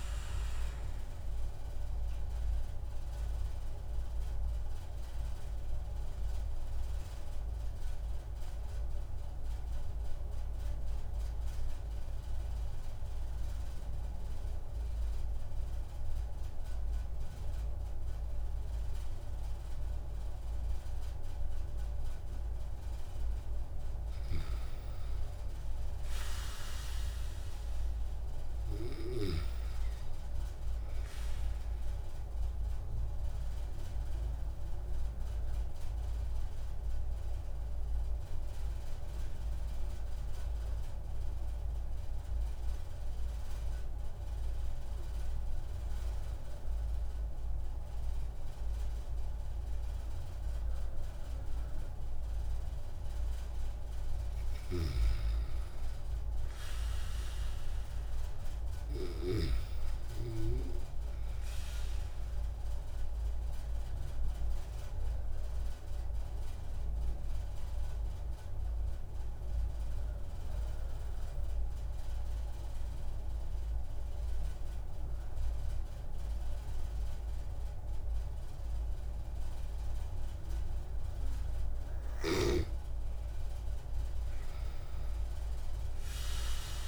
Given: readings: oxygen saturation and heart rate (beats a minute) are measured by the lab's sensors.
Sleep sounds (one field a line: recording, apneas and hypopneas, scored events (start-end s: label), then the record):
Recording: breathing in sleep, hard to hear, by a room microphone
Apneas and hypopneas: 3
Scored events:
0.00-12.00 s: oxygen desaturation (device-marked, oxygen 92% lowest)
2.00-23.00 s: obstructive apnea (oxygen 97% before, 92% lowest)
21.00-86.88 s: new sleep stage, N2 (light sleep)
24.50-28.50 s: arousal
28.00-46.00 s: oxygen desaturation (device-marked, oxygen 97% before, 93% lowest)
34.00-53.50 s: obstructive apnea (oxygen 98% before, 93% lowest)
54.50-58.50 s: arousal
56.00-76.00 s: oxygen desaturation (device-marked, oxygen 97% before, 93% lowest)
64.50-80.50 s: obstructive apnea (oxygen 97% before, 92% lowest)
81.50-86.00 s: arousal
85.00-86.88 s: oxygen desaturation (device-marked, oxygen 97% before, 93% lowest)
From the record:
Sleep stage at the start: N1 (lightest sleep)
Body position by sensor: on the back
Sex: male